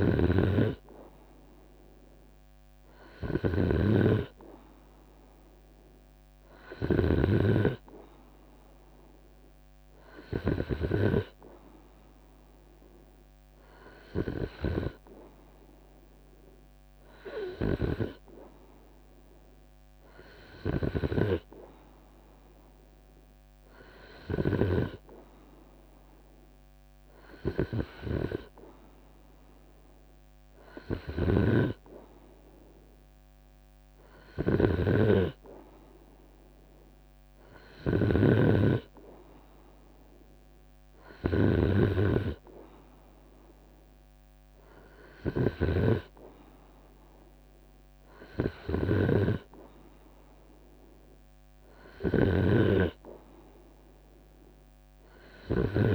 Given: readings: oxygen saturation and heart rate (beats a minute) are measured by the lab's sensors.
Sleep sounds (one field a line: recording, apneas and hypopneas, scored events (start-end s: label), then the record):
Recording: breathing in sleep by a microphone on the trachea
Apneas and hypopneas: none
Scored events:
4.00-6.00 s: long interval between heartbeats (device-marked, heart rate 74 before, 82 extreme)
12.50-14.50 s: long interval between heartbeats (device-marked, heart rate 75 before, 68 extreme)
16.50-22.50 s: bradycardia (device-marked, heart rate 77 before, 56 extreme)
18.00-20.00 s: long interval between heartbeats (device-marked, heart rate 73 before, 68 extreme)
33.00-35.00 s: long interval between heartbeats (device-marked, heart rate 67 before, 77 extreme)
33.50-41.00 s: snoring (device-marked)
36.50-41.50 s: bradycardia (device-marked, heart rate 77 before, 53 extreme)
37.50-39.50 s: long interval between heartbeats (device-marked, heart rate 68 before, 72 extreme)
47.50-49.50 s: long interval between heartbeats (device-marked, heart rate 68 before, 64 extreme)
51.50-55.50 s: snoring (device-marked)
From the record:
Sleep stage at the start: N2 (light sleep)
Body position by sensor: on the right side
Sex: male